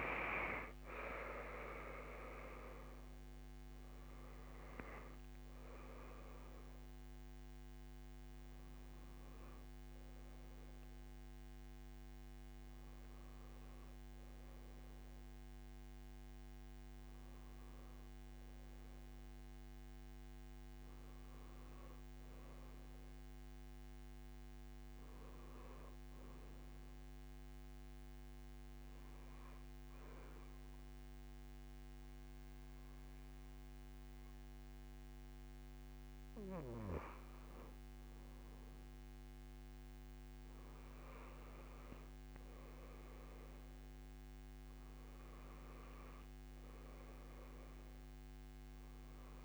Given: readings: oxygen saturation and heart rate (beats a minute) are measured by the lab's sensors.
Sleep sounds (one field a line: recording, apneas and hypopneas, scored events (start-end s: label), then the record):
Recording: a person partly awake in a sleep study, by a microphone on the trachea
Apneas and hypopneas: 1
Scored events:
0.00-24.00 s: oxygen desaturation (device-marked, oxygen 85% lowest)
13.00-38.00 s: obstructive apnea (oxygen 95% before, 86% lowest)
35.00-49.45 s: new sleep stage, awake
From the record:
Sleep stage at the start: N2 (light sleep)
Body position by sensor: on the back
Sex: female